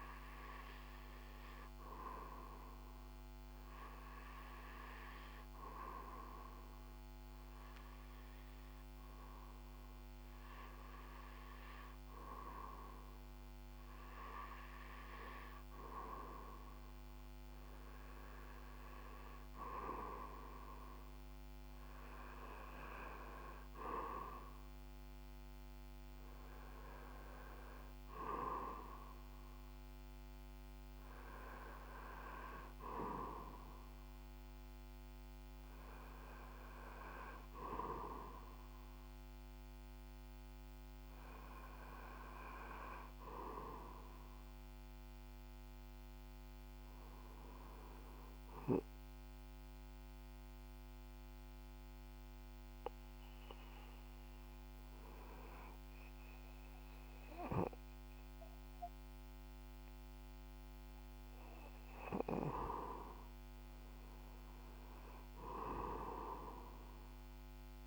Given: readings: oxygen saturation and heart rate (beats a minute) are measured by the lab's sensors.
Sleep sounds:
breathing in sleep by a microphone on the trachea; 1
0.00-12.00 s: oxygen desaturation (device-marked, oxygen 93% lowest, heart rate 59 extreme)
5.50-15.50 s: hypopnea (oxygen 97% before, 93% lowest, heart rate 60 before, 64 extreme, up 6 after)
18.50-23.00 s: arousal
From the record:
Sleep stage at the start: REM sleep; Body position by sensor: on the back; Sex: male

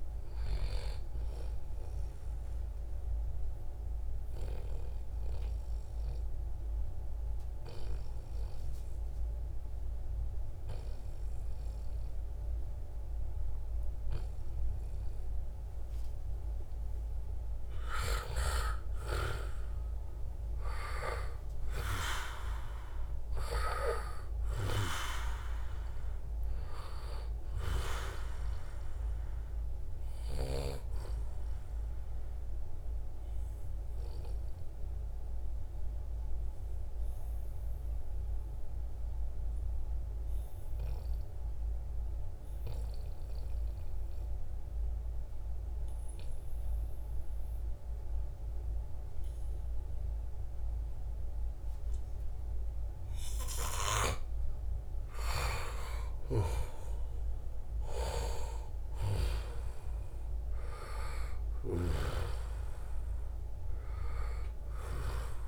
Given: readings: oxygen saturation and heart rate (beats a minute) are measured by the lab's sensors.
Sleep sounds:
breathing in sleep by a room microphone; 2
2.50-17.00 s: obstructive apnea (oxygen 97% before, 91% lowest, heart rate 80 before, 75 extreme, up 19 after)
15.50-17.50 s: long interval between heartbeats (device-marked, heart rate 76 before, 89 extreme)
16.50-43.50 s: oxygen desaturation (device-marked, oxygen 96% before, 92% lowest, heart rate 77 before, 72 extreme)
18.00-21.50 s: arousal
31.50-53.50 s: obstructive apnea (oxygen 97% before, 91% lowest, heart rate 83 before, 72 extreme, up 2 after)
55.00-58.50 s: arousal
58.50-65.48 s: oxygen desaturation (device-marked, oxygen 96% before, 91% lowest, heart rate 74 before, 70 extreme)
From the record:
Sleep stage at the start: N2 (light sleep); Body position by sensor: on the back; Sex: male

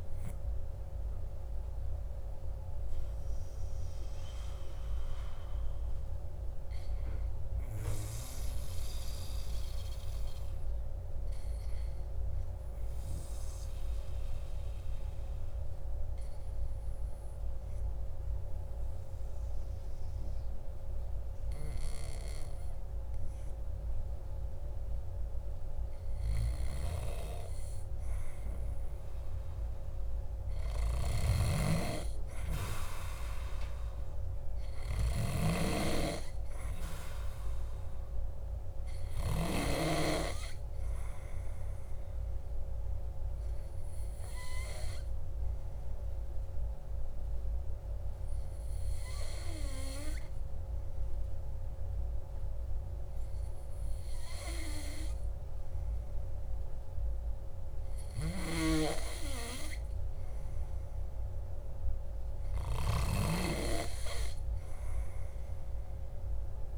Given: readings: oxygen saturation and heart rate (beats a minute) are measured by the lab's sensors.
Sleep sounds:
breathing in sleep by a room microphone; 2
14.00-26.00 s: obstructive apnea (oxygen 97% before, 96% lowest, heart rate 57 before, 53 extreme, up 2 after)
28.00-32.00 s: arousal
44.50-58.50 s: hypopnea (oxygen 99% before, 95% lowest, heart rate 55 before, 54 extreme, up 1 after)
60.50-64.00 s: arousal
From the record:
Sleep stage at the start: N2 (light sleep); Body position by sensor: on the back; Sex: male

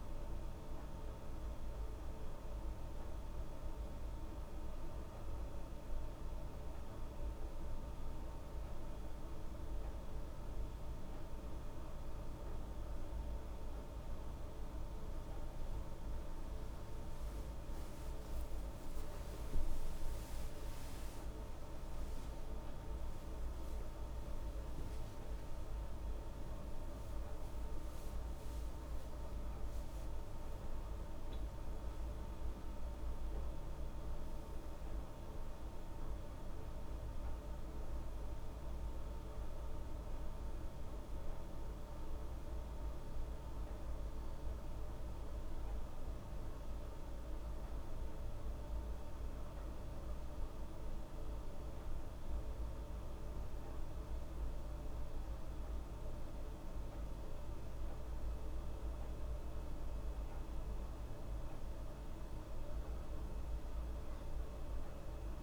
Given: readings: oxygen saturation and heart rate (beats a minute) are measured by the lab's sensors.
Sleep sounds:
a person awake in a sleep study, hard to hear, by a room microphone; 1
44.00-65.43 s: new sleep stage, N1 (lightest sleep)
48.00-58.00 s: hypopnea (oxygen 99% before, 95% lowest, heart rate 85 before, 73 extreme, up 1 after)
From the record:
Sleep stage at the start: awake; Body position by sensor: on the back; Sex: female

